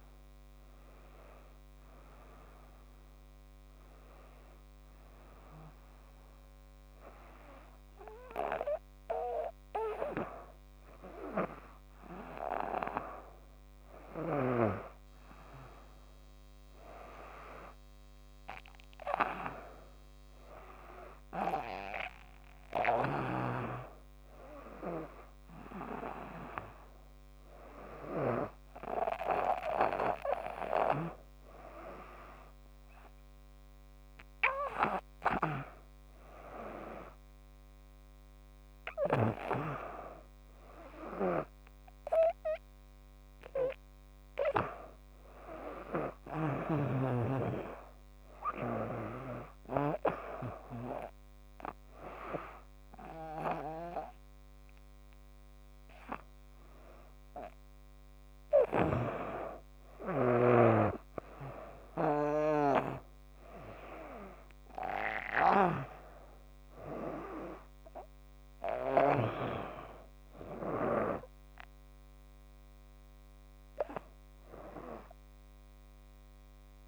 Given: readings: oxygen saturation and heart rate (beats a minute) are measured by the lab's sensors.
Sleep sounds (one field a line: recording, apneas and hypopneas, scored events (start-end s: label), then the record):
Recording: breathing in sleep by a microphone on the trachea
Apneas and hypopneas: none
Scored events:
65.00-69.00 s: snoring (device-marked)
From the record:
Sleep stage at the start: N2 (light sleep)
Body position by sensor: on the back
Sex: female